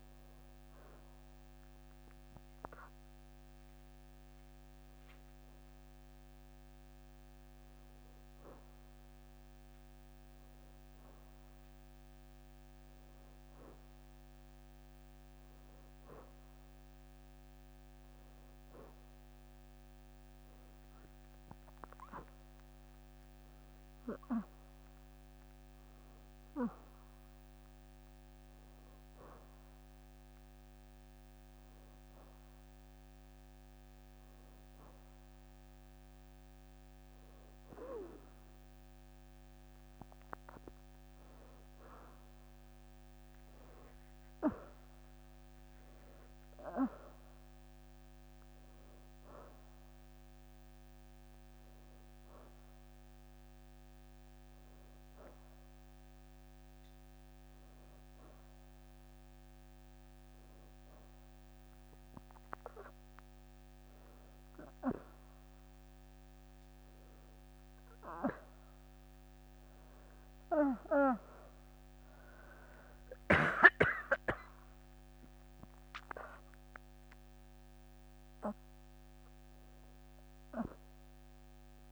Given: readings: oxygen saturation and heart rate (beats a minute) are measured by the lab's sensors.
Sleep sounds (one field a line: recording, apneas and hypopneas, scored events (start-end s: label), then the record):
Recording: a person awake in a sleep study, by a microphone on the trachea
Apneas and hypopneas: none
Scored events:
0.00-17.50 s: oxygen desaturation (device-marked, oxygen 87% lowest, heart rate 81 extreme)
11.50-81.92 s: new sleep stage, awake
12.50-14.00 s: leg movement (device-marked)
20.00-23.00 s: leg movement (device-marked)
41.50-48.00 s: leg movement (device-marked)
60.50-64.50 s: leg movement (device-marked)
72.50-75.50 s: leg movement (device-marked)
From the record:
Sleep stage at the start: N2 (light sleep)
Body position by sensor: on the back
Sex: female